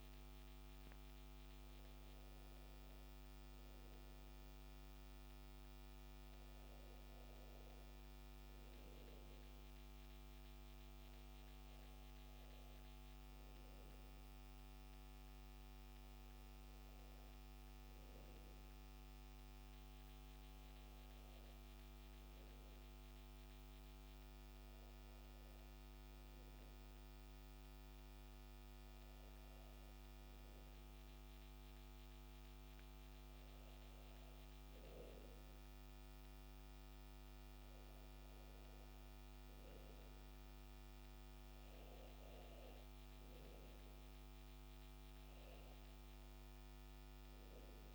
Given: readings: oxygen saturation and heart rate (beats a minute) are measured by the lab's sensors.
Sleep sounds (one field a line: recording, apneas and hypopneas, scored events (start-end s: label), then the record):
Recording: breathing in sleep, hard to hear, by a microphone on the trachea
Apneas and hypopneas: none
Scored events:
8.00-47.95 s: new sleep stage, N2 (light sleep)
From the record:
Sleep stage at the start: N1 (lightest sleep)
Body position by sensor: on the back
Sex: male